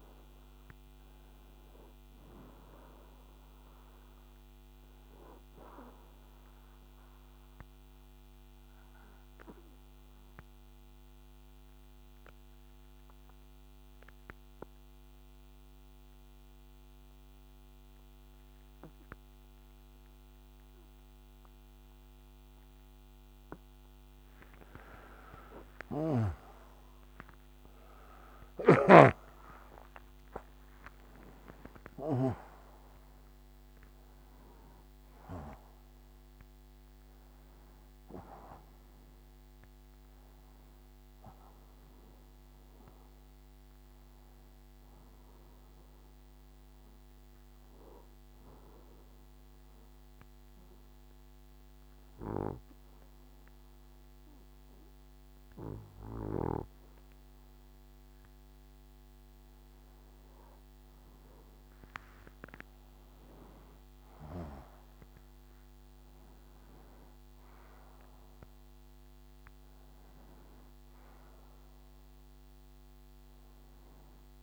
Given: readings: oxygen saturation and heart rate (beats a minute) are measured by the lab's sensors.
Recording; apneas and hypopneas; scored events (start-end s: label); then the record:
breathing in sleep by a microphone on the trachea; 2
6.00-23.50 s: obstructive apnea (oxygen 95% before, 90% lowest, heart rate 65 before, 61 extreme, up 14 after)
25.50-30.00 s: arousal
25.50-34.50 s: oxygen desaturation (device-marked, oxygen 96% before, 92% lowest, heart rate 63 before, 61 extreme)
46.50-56.50 s: oxygen desaturation (device-marked, oxygen 93% before, 90% lowest, heart rate 69 before, 61 extreme)
46.50-60.00 s: obstructive apnea (oxygen 95% before, 90% lowest, heart rate 69 before, 61 extreme, up 0 after)
61.50-66.50 s: arousal
71.50-74.43 s: oxygen desaturation (device-marked, oxygen 97% before, 92% lowest, heart rate 62 before, 62 extreme)
From the record:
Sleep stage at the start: N2 (light sleep); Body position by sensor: on the right side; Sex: male